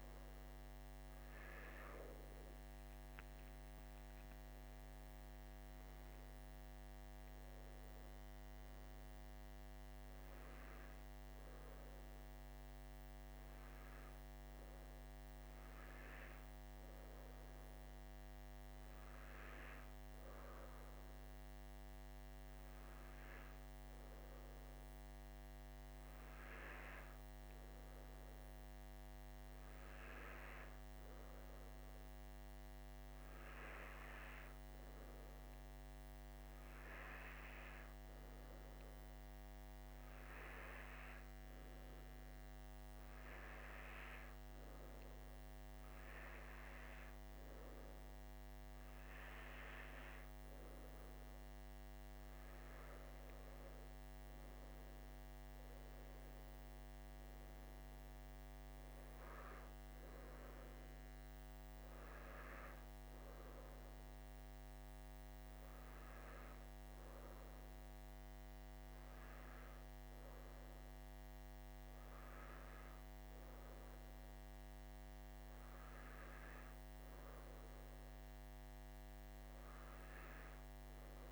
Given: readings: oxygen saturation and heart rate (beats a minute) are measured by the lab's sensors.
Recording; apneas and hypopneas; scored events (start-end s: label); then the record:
breathing in sleep, hard to hear, by a microphone on the trachea; none
none scored
From the record:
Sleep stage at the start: N2 (light sleep); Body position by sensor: on the right side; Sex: male